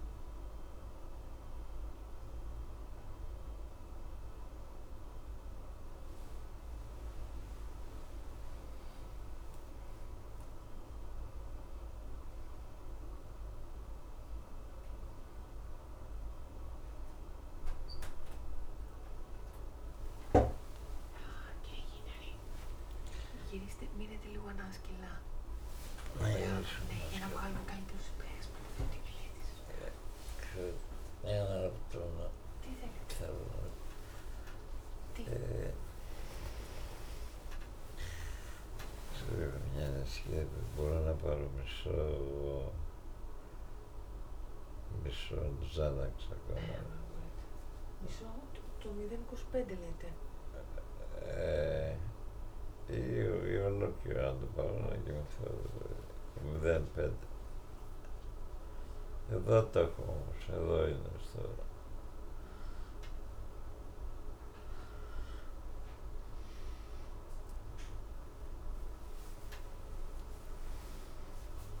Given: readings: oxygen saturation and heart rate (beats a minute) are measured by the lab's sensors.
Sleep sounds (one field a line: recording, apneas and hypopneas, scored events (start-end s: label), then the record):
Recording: a person awake in a sleep study, by a room microphone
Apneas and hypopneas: none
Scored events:
41.50-45.50 s: snoring (device-marked)
52.50-59.50 s: snoring (device-marked)
From the record:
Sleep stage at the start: awake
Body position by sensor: on the back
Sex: male